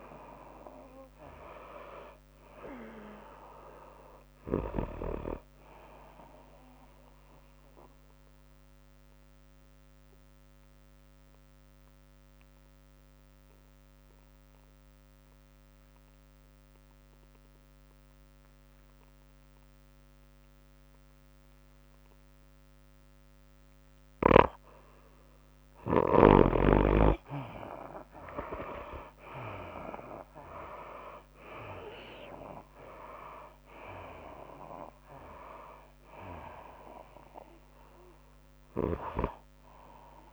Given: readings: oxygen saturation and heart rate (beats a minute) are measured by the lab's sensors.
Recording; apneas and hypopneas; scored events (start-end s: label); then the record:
breathing in sleep by a microphone on the trachea; 1
0.00-20.50 s: tachycardia (device-marked, heart rate 115 extreme)
8.50-25.50 s: obstructive apnea (oxygen 97% before, 75% lowest, heart rate 112 before, 99 extreme, up 9 after)
23.50-40.33 s: oxygen desaturation (device-marked, oxygen 95% before, 75% lowest, heart rate 107 before, 102 extreme)
24.50-40.33 s: tachycardia (device-marked, heart rate 104 before, 111 extreme)
30.00-34.00 s: arousal
32.50-40.33 s: drop in pulse transit time (device-marked, heart rate 103 before, 108 extreme)
From the record:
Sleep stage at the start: N2 (light sleep); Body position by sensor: on the right side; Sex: female